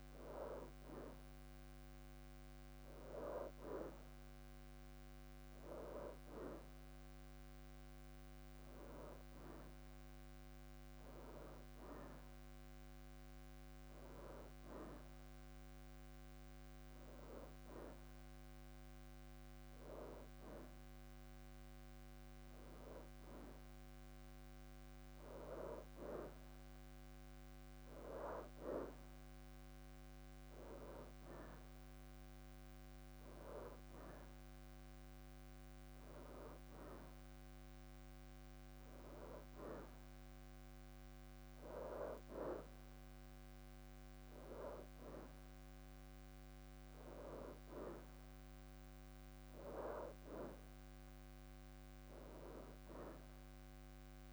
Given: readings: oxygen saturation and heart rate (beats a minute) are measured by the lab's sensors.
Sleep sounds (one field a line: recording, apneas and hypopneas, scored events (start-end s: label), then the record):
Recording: breathing in sleep by a microphone on the trachea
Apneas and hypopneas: none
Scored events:
6.50-7.50 s: leg movement (device-marked)
9.50-12.00 s: leg movement (device-marked)
21.50-23.50 s: leg movement (device-marked)
23.50-27.50 s: leg movement (device-marked)
35.00-36.50 s: leg movement (device-marked)
37.50-38.50 s: leg movement (device-marked)
From the record:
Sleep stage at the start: N2 (light sleep)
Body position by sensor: on the right side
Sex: female